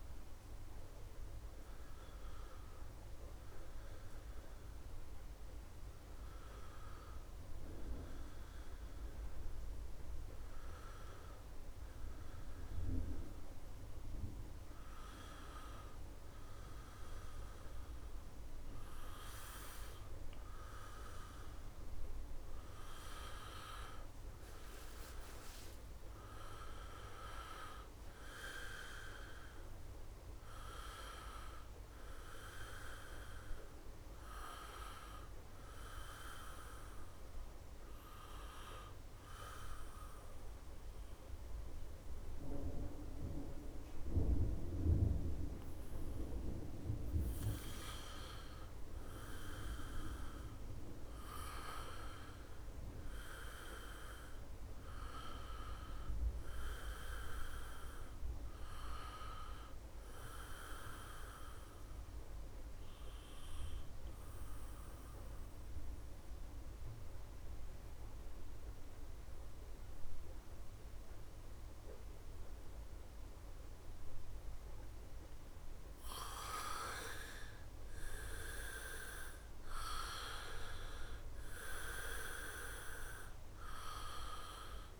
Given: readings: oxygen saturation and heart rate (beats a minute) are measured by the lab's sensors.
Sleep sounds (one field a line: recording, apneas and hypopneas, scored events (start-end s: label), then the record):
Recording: breathing in sleep by a room microphone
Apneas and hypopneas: 3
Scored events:
0.00-3.00 s: oxygen desaturation (device-marked, oxygen 87% lowest)
4.50-8.50 s: arousal
11.50-22.50 s: obstructive apnea (oxygen 100% before, 91% lowest, heart rate 67 before, 65 extreme, up 33 after)
14.00-85.00 s: new sleep stage, N2 (light sleep)
23.00-44.00 s: oxygen desaturation (device-marked, oxygen 98% before, 93% lowest, heart rate 70 before, 63 extreme)
25.00-29.00 s: arousal
35.50-48.00 s: mixed apnea (oxygen 99% before, 89% lowest, heart rate 77 before, 63 extreme, up 5 after)
50.50-54.50 s: arousal
54.00-72.00 s: oxygen desaturation (device-marked, oxygen 95% before, 91% lowest, heart rate 68 before, 63 extreme)
61.50-74.50 s: central apnea (oxygen 95% before, 87% lowest, heart rate 68 before, 63 extreme, up 5 after)
77.50-81.50 s: arousal
From the record:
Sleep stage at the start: N1 (lightest sleep)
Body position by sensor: on the back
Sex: male